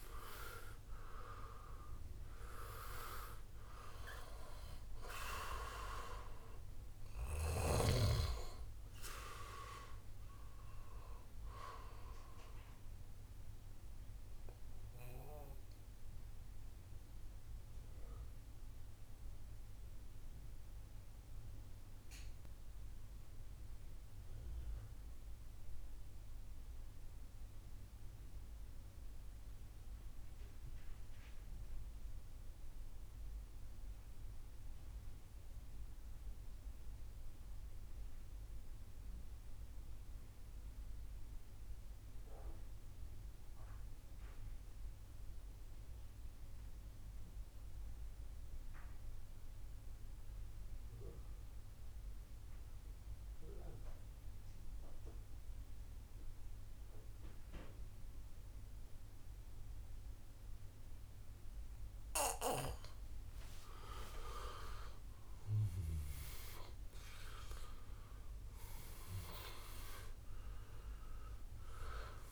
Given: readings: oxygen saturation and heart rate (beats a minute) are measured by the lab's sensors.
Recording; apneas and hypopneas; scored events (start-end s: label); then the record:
breathing in sleep by a room microphone; 1
0.00-23.50 s: oxygen desaturation (device-marked, oxygen 85% lowest, heart rate 58 extreme)
15.00-62.50 s: mixed apnea (oxygen 95% before, 84% lowest, heart rate 66 before, 59 extreme, up 17 after)
46.50-72.32 s: oxygen desaturation (device-marked, oxygen 98% before, 84% lowest, heart rate 65 before, 61 extreme)
63.50-68.50 s: arousal
From the record:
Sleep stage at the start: N2 (light sleep); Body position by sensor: on the back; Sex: male